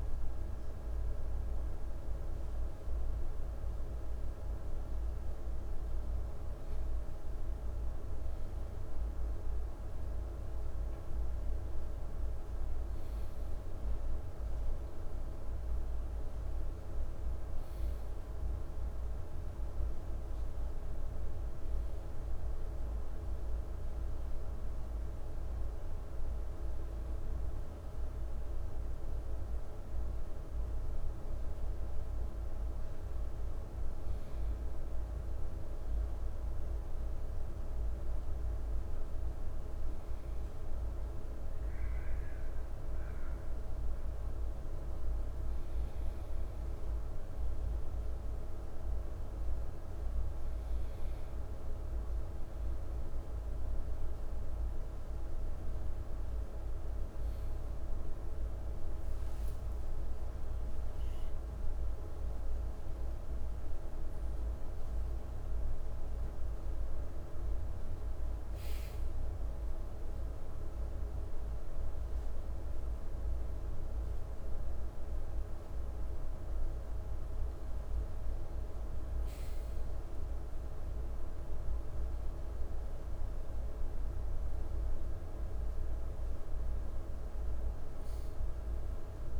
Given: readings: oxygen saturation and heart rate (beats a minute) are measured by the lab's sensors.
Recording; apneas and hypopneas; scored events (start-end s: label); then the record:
a person partly awake in a sleep study, hard to hear, by a room microphone; none
60.00-89.40 s: new sleep stage, awake
From the record:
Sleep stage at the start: N1 (lightest sleep); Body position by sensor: on the right side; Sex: male